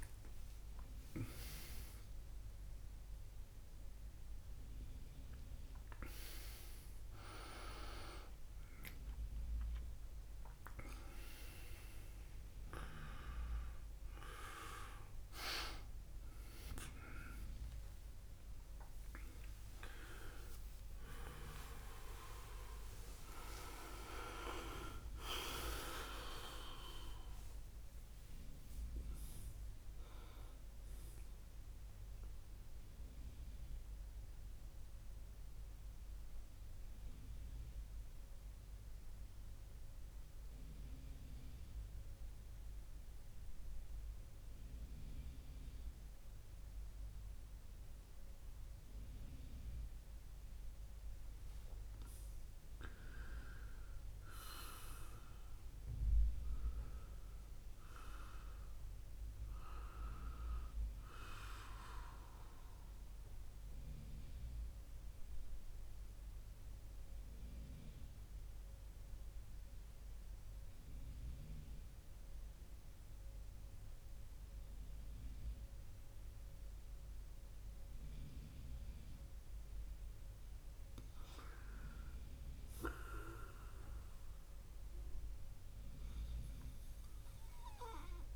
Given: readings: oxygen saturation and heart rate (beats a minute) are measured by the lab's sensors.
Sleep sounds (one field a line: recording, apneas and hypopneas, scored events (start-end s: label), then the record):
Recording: a person partly awake in a sleep study, by a room microphone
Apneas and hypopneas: 2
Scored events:
14.50-44.50 s: new sleep stage, N1 (lightest sleep)
32.50-50.50 s: central apnea (oxygen 100% before, 97% lowest)
44.50-88.36 s: new sleep stage, N2 (light sleep)
52.00-56.00 s: arousal
62.50-79.00 s: central apnea (oxygen 100% before, 96% lowest)
81.00-84.00 s: arousal
From the record:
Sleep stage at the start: awake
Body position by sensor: on the right side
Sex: male